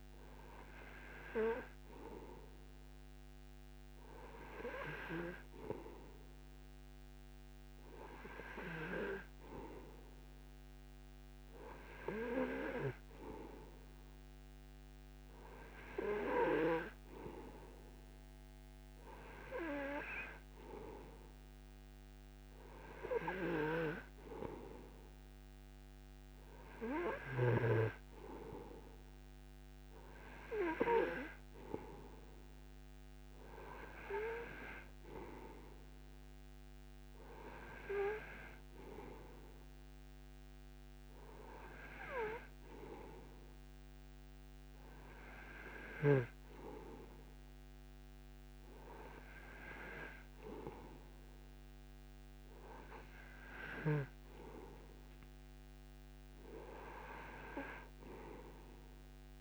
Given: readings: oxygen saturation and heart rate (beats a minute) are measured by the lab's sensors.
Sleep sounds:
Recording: breathing in sleep by a microphone on the trachea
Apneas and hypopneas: none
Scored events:
none scored
From the record:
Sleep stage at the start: N2 (light sleep)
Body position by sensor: on the right side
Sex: male

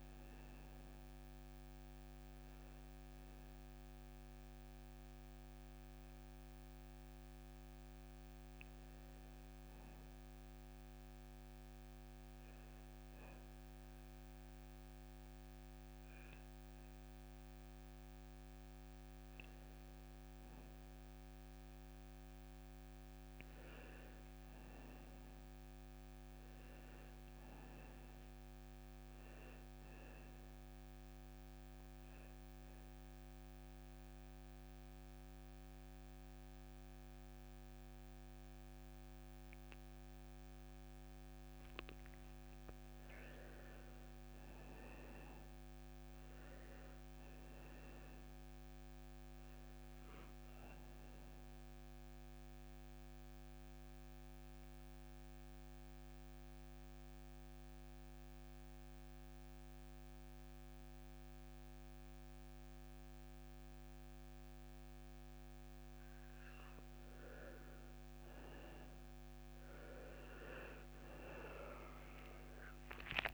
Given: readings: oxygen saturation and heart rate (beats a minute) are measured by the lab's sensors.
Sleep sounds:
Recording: breathing in sleep, hard to hear, by a microphone on the trachea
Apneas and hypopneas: 3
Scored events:
0.00-8.50 s: oxygen desaturation (device-marked, oxygen 88% lowest)
10.00-20.50 s: obstructive apnea (oxygen 96% before, 87% lowest)
23.00-27.50 s: arousal
27.50-37.50 s: oxygen desaturation (device-marked, oxygen 96% before, 93% lowest)
31.50-42.00 s: obstructive apnea (oxygen 98% before, 87% lowest)
44.00-47.50 s: arousal
47.50-59.50 s: oxygen desaturation (device-marked, oxygen 96% before, 91% lowest)
52.00-65.50 s: mixed apnea (oxygen 96% before, 87% lowest)
68.00-71.50 s: arousal
70.50-73.34 s: oxygen desaturation (device-marked, oxygen 97% before, 87% lowest)
From the record:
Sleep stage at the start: N2 (light sleep)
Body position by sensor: on the back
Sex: male

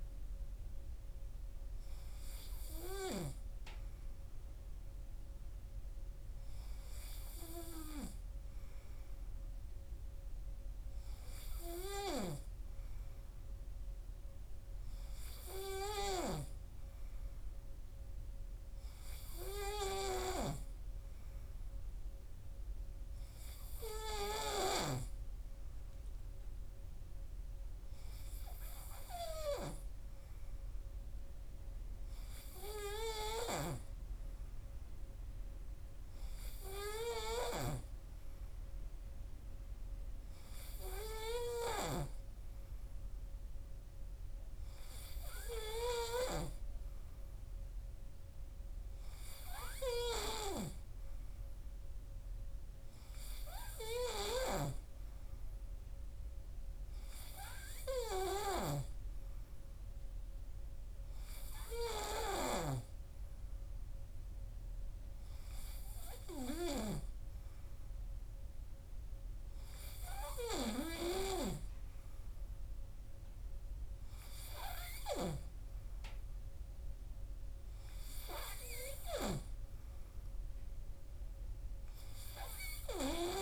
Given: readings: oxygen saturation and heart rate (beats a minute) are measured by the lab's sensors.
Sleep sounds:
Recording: breathing in sleep by a room microphone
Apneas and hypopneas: none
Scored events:
none scored
From the record:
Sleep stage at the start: N3 (deep sleep)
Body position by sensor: on the right side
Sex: male

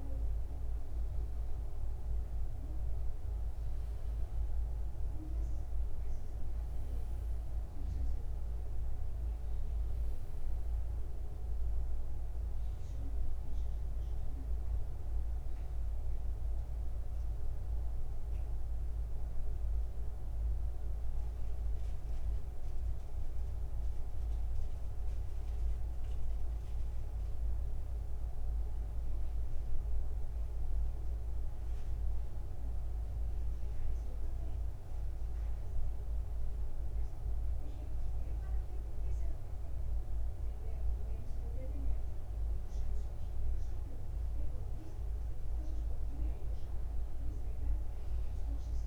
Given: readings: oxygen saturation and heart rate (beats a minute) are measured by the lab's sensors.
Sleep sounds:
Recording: breathing in sleep, hard to hear, by a room microphone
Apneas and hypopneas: none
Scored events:
14.00-18.00 s: arousal
From the record:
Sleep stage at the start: N2 (light sleep)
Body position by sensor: upright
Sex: male

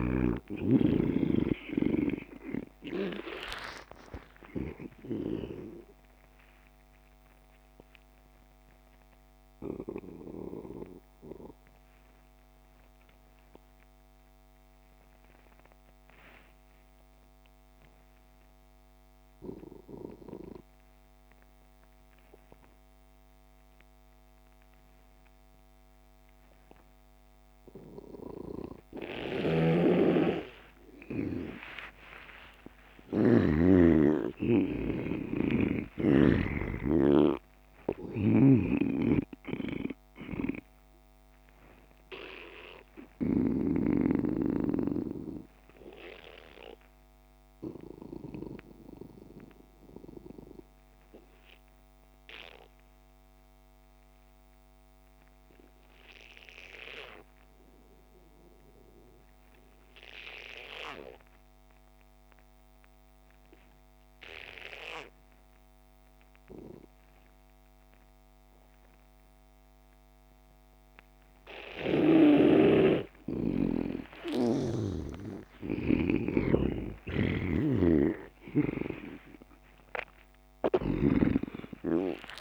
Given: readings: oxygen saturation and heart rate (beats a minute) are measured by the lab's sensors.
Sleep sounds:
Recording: breathing in sleep by a microphone on the trachea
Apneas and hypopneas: 2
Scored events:
0.00-16.00 s: oxygen desaturation (device-marked, oxygen 84% lowest)
5.50-31.50 s: obstructive apnea (oxygen 98% before, 82% lowest)
29.00-56.00 s: oxygen desaturation (device-marked, oxygen 99% before, 85% lowest)
29.50-34.00 s: snoring (device-marked)
32.50-37.00 s: arousal
38.50-44.50 s: snoring (device-marked)
42.00-73.50 s: obstructive apnea (oxygen 99% before, 82% lowest)
67.00-82.41 s: oxygen desaturation (device-marked, oxygen 98% before, 82% lowest)
74.50-80.00 s: arousal
77.50-81.50 s: snoring (device-marked)
From the record:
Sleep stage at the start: N2 (light sleep)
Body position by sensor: on the back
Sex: male

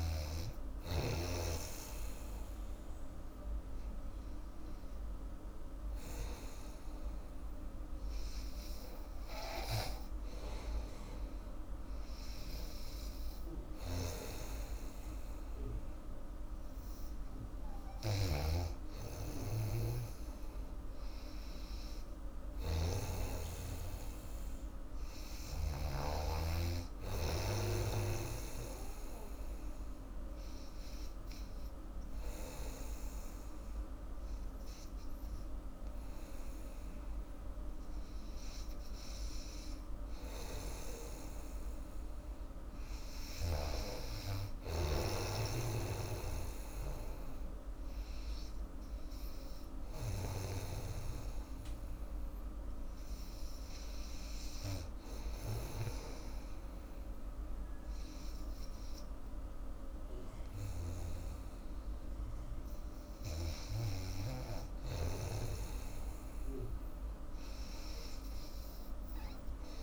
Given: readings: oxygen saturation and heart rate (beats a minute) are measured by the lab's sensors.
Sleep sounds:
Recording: breathing in sleep by a room microphone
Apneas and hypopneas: none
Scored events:
13.50-26.00 s: snoring (device-marked)
45.50-56.00 s: snoring (device-marked)
From the record:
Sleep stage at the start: N2 (light sleep)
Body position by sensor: on the back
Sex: female

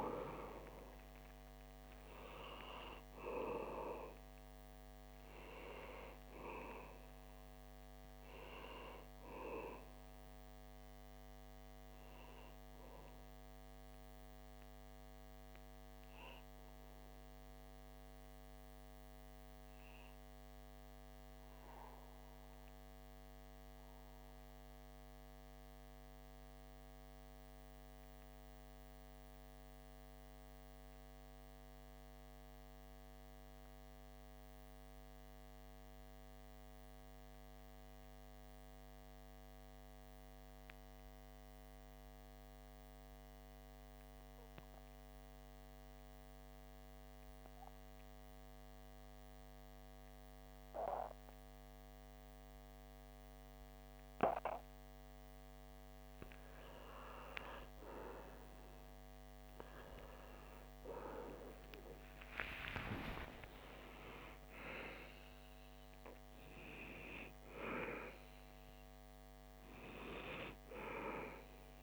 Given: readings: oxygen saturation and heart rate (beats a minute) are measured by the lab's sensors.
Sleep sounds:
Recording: breathing in sleep by a microphone on the trachea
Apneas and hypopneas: 1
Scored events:
0.00-29.50 s: oxygen desaturation (device-marked, oxygen 85% lowest)
17.00-55.50 s: obstructive apnea (oxygen 95% before, 85% lowest)
56.50-71.83 s: oxygen desaturation (device-marked, oxygen 97% before, 90% lowest)
58.00-62.50 s: arousal
From the record:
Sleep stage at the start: N2 (light sleep)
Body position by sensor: on the back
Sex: male

